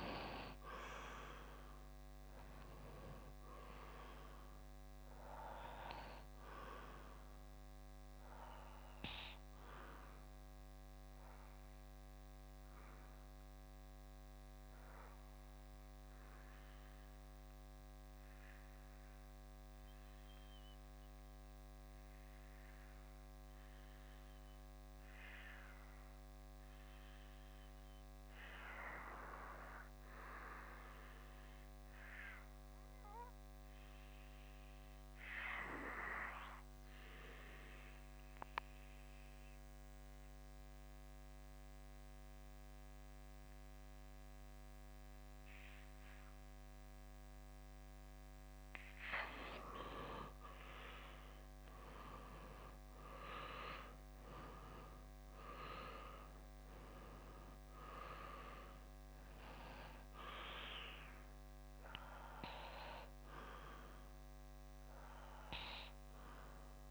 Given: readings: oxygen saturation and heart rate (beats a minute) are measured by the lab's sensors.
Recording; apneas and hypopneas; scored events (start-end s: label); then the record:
breathing in sleep by a microphone on the trachea; 1
7.00-48.50 s: obstructive apnea (oxygen 98% before, 88% lowest, heart rate 61 before, 58 extreme, up 13 after)
8.50-24.50 s: bradycardia (device-marked, heart rate 60 before, 58 extreme)
23.50-35.50 s: oxygen desaturation (device-marked, oxygen 96% before, 93% lowest, heart rate 60 before, 60 extreme)
51.00-54.00 s: arousal
From the record:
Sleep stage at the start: N2 (light sleep); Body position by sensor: on the back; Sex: male